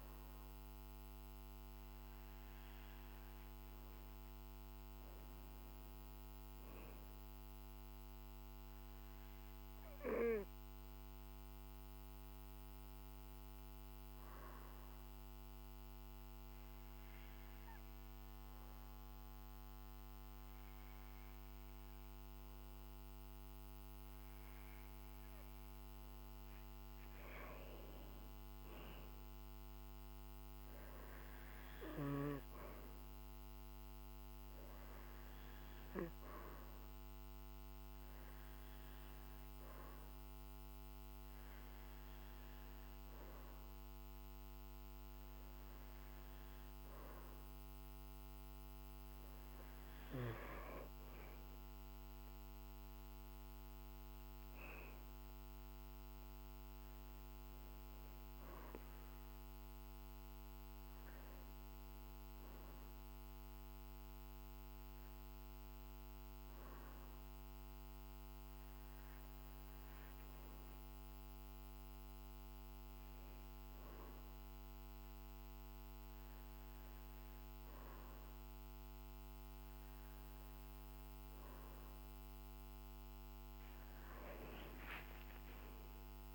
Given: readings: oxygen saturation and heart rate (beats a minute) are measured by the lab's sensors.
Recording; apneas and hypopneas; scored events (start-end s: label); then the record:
breathing in sleep, hard to hear, by a microphone on the trachea; 1
6.50-10.50 s: arousal
14.50-26.00 s: obstructive apnea (oxygen 97% before, 94% lowest, heart rate 51 before, 49 extreme, up 9 after)
26.00-29.50 s: arousal
84.50-86.35 s: arousal
From the record:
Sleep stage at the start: N2 (light sleep); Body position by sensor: on the back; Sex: male